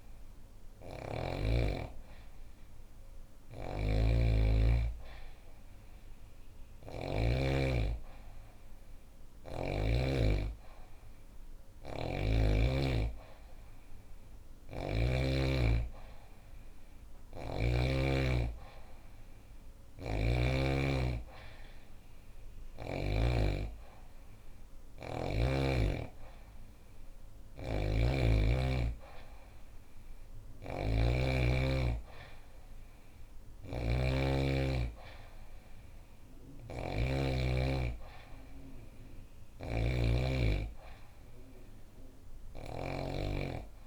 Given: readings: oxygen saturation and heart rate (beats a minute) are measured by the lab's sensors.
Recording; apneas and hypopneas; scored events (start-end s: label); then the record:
breathing in sleep by a room microphone; none
2.50-6.50 s: snoring (device-marked)
11.00-14.50 s: snoring (device-marked)
19.00-22.50 s: snoring (device-marked)
27.00-30.50 s: snoring (device-marked)
32.50-36.50 s: snoring (device-marked)
38.50-42.50 s: snoring (device-marked)
From the record:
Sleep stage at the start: N2 (light sleep); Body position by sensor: on the back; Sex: female